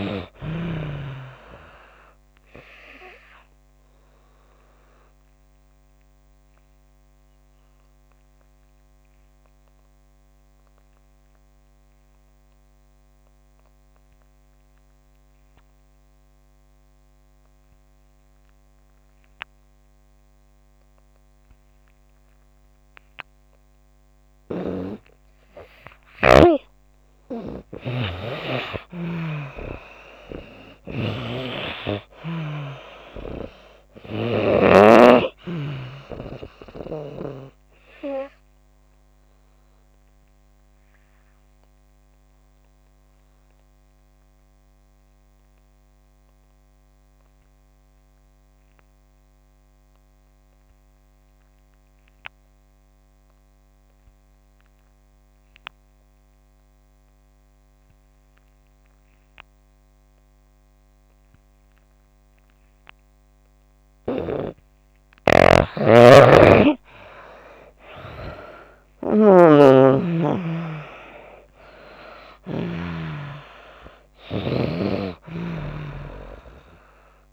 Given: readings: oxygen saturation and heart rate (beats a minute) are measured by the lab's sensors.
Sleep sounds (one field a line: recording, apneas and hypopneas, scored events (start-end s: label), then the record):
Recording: breathing in sleep by a microphone on the trachea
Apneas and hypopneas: 2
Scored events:
0.00-27.50 s: oxygen desaturation (device-marked, oxygen 80% lowest)
2.50-25.50 s: obstructive apnea (oxygen 97% before, 80% lowest)
25.50-34.50 s: snoring (device-marked)
27.50-30.00 s: arousal
37.50-64.00 s: obstructive apnea (oxygen 97% before, 82% lowest)
44.50-61.50 s: oxygen desaturation (device-marked, oxygen 96% before, 85% lowest)
63.50-77.32 s: oxygen desaturation (device-marked, oxygen 97% before, 82% lowest)
65.00-72.50 s: snoring (device-marked)
67.00-70.00 s: arousal
From the record:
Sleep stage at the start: N2 (light sleep)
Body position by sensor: on the back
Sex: female